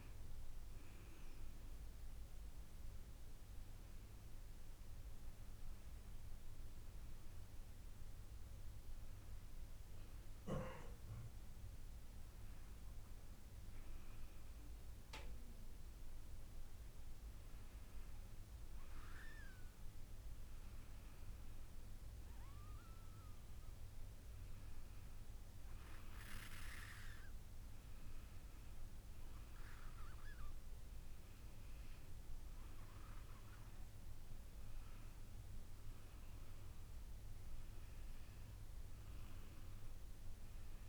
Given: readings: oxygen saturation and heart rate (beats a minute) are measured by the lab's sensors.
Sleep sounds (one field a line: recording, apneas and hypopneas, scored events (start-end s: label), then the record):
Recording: breathing in sleep by a room microphone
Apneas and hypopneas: none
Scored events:
none scored
From the record:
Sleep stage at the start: N2 (light sleep)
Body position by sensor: on the back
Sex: female